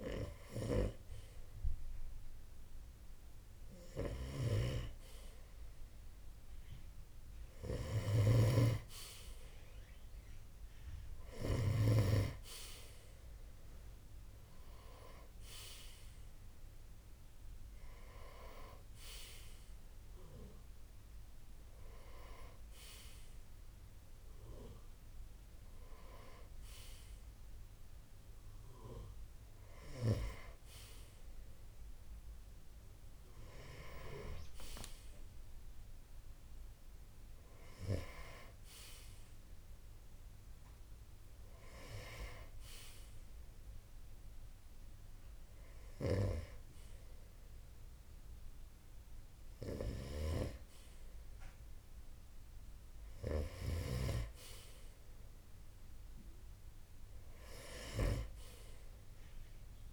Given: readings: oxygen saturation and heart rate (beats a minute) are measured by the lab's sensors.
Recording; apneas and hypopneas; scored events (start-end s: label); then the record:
breathing in sleep by a room microphone; none
7.50-11.00 s: snoring (device-marked)
From the record:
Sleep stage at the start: N2 (light sleep); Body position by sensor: on the right side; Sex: male